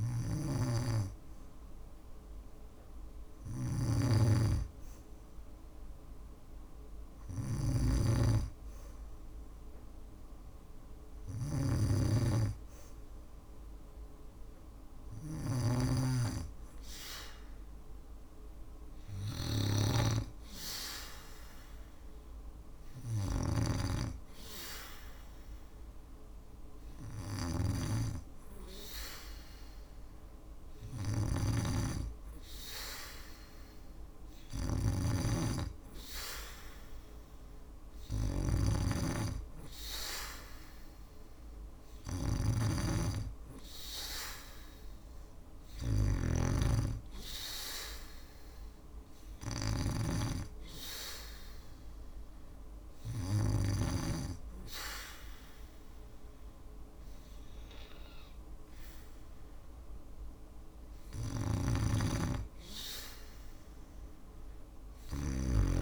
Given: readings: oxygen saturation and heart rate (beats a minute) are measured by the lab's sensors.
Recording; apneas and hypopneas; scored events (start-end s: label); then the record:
breathing in sleep by a room microphone; 1
0.00-53.00 s: snoring (device-marked)
47.50-60.50 s: hypopnea (oxygen 94% before, 89% lowest, heart rate 60 before, 59 extreme, up 2 after)
60.50-65.82 s: snoring (device-marked)
63.50-65.82 s: arousal
From the record:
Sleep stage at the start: N2 (light sleep); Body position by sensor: on the back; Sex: female